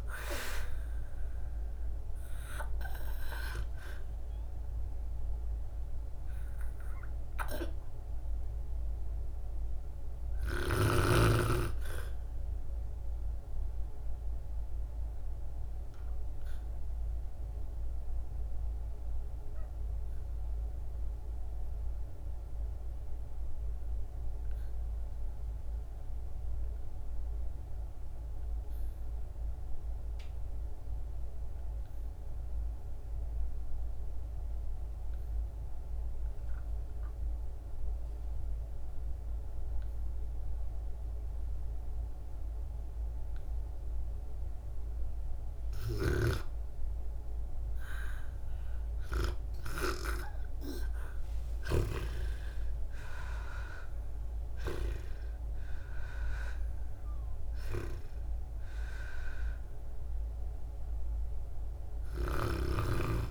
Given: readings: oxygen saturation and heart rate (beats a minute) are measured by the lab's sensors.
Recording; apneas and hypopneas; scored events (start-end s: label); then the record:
breathing in sleep by a room microphone; 1
0.00-20.50 s: oxygen desaturation (device-marked, oxygen 82% lowest, heart rate 50 extreme)
14.00-44.00 s: obstructive apnea (oxygen 96% before, 76% lowest, heart rate 63 before, 43 extreme, up 0 after)
32.50-63.31 s: oxygen desaturation (device-marked, oxygen 97% before, 76% lowest, heart rate 68 before, 43 extreme)
50.50-55.00 s: arousal
From the record:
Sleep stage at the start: REM sleep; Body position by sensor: on the back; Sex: female